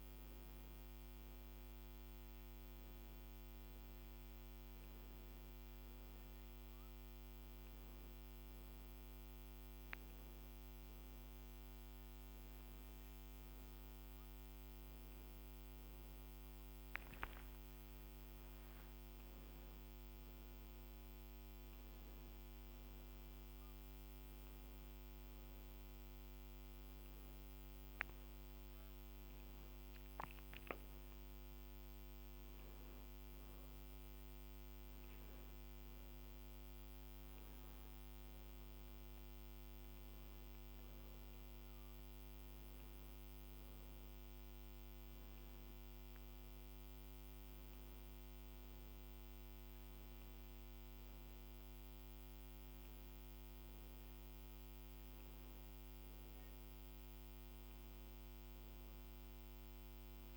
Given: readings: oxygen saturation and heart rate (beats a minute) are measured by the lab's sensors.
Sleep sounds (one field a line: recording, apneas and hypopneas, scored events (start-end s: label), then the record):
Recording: a person awake in a sleep study, hard to hear, by a microphone on the trachea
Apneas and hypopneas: none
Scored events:
none scored
From the record:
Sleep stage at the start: awake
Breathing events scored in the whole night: 207 in 4.6 hours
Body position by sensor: on the back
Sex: female